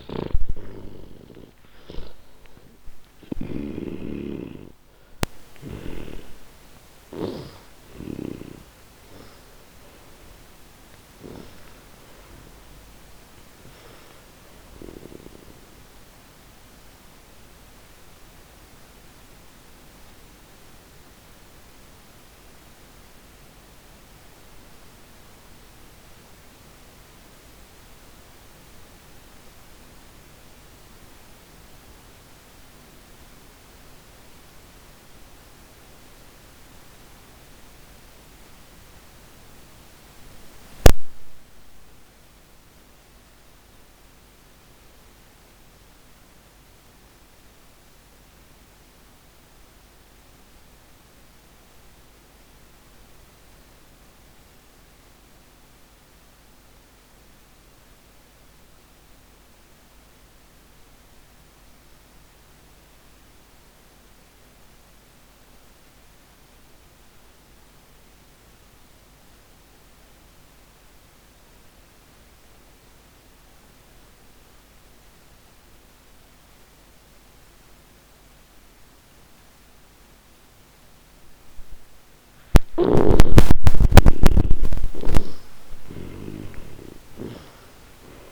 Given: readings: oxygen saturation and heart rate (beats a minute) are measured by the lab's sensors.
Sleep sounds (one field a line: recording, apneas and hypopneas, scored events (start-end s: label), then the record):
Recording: breathing in sleep by a microphone on the trachea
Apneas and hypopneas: 1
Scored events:
0.00-3.00 s: arousal
0.00-3.00 s: snoring (device-marked)
0.00-52.00 s: oxygen desaturation (device-marked, oxygen 76% lowest, heart rate 50 extreme)
7.50-14.50 s: snoring (device-marked)
17.50-81.00 s: mixed apnea (oxygen 96% before, 76% lowest, heart rate 111 before, 71 extreme, up 48 after)
77.00-88.32 s: oxygen desaturation (device-marked, oxygen 98% before, 82% lowest, heart rate 106 before, 94 extreme)
82.00-85.50 s: snoring (device-marked)
83.00-88.32 s: arousal
From the record:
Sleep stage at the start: N2 (light sleep)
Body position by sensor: on the back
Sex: male